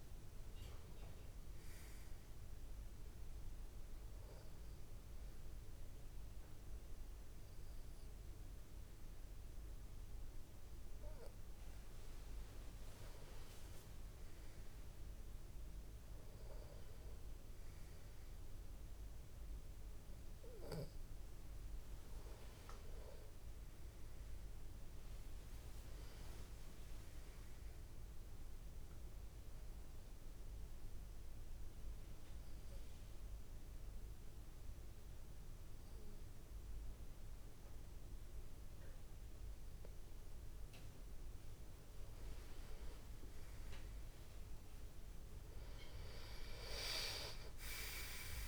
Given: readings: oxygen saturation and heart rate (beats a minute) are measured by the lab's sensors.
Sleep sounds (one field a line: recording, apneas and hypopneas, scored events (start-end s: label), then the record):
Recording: breathing in sleep by a room microphone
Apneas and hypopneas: 2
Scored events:
0.00-14.00 s: oxygen desaturation (device-marked, oxygen 92% lowest, heart rate 28 extreme)
3.50-13.50 s: hypopnea (oxygen 96% before, 92% lowest, heart rate 54 before, 29 extreme, up 11 after)
18.50-24.00 s: arousal
31.00-41.00 s: obstructive apnea (oxygen 96% before, 92% lowest, heart rate 39 before, 35 extreme, up 31 after)
44.50-48.48 s: arousal
From the record:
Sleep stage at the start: N2 (light sleep)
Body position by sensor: on the back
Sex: male